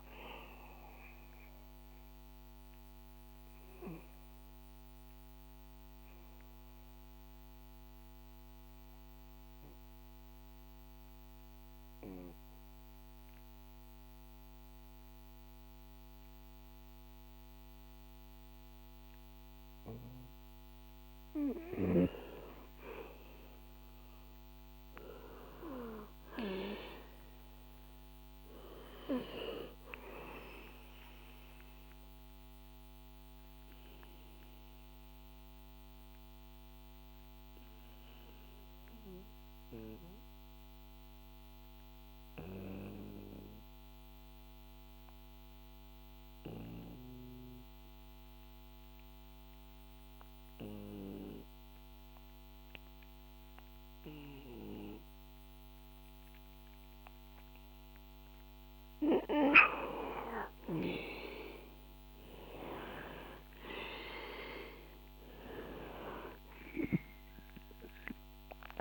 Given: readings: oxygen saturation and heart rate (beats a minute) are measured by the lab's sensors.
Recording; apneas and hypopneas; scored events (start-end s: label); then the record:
breathing in sleep by a microphone on the trachea; 2
0.00-16.50 s: oxygen desaturation (device-marked, oxygen 93% lowest, heart rate 60 extreme)
1.50-19.00 s: obstructive apnea (oxygen 98% before, 92% lowest, heart rate 64 before, 60 extreme, up 7 after)
21.00-24.50 s: arousal
31.00-57.50 s: obstructive apnea (oxygen 98% before, 90% lowest, heart rate 63 before, 59 extreme, up 5 after)
58.50-68.81 s: oxygen desaturation (device-marked, oxygen 97% before, 90% lowest, heart rate 62 before, 59 extreme)
60.50-65.50 s: arousal
From the record:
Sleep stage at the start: N2 (light sleep); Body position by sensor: on the back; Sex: male